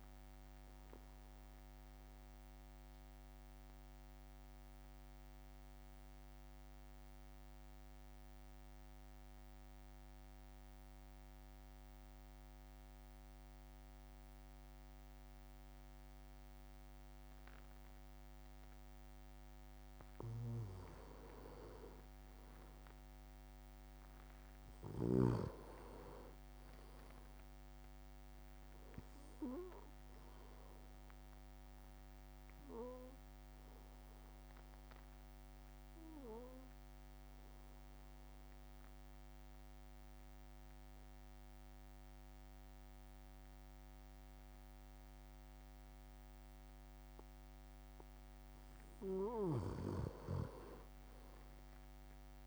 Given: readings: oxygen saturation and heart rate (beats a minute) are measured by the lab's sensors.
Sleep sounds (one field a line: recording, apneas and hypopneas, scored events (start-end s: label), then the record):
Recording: breathing in sleep by a microphone on the trachea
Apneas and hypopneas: 2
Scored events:
0.00-2.50 s: drop in pulse transit time (device-marked, heart rate 51 extreme)
0.50-19.50 s: mixed apnea (oxygen 99% before, 95% lowest, heart rate 54 before, 51 extreme, up 3 after)
23.00-26.50 s: arousal
31.00-47.50 s: obstructive apnea (oxygen 99% before, 95% lowest, heart rate 53 before, 51 extreme, up 6 after)
49.00-52.46 s: arousal
49.00-52.46 s: snoring (device-marked)
50.50-52.46 s: drop in pulse transit time (device-marked, heart rate 54 before, 54 extreme)
From the record:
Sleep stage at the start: N2 (light sleep)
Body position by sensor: on the back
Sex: male